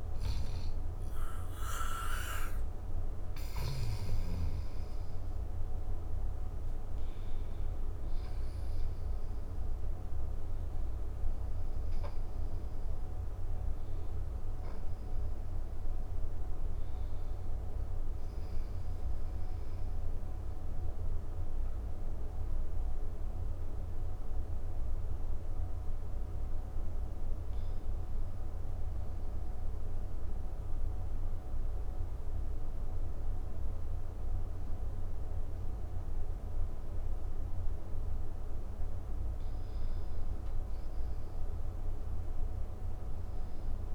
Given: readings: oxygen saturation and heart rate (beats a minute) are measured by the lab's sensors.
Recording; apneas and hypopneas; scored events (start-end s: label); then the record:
breathing in sleep, hard to hear, by a room microphone; 1
0.00-2.50 s: arousal
14.00-43.95 s: new sleep stage, N1 (lightest sleep)
28.50-39.50 s: central apnea (oxygen 97% before, 96% lowest, heart rate 70 before, 63 extreme, up 8 after)
From the record:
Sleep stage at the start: N2 (light sleep); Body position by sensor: on the back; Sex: male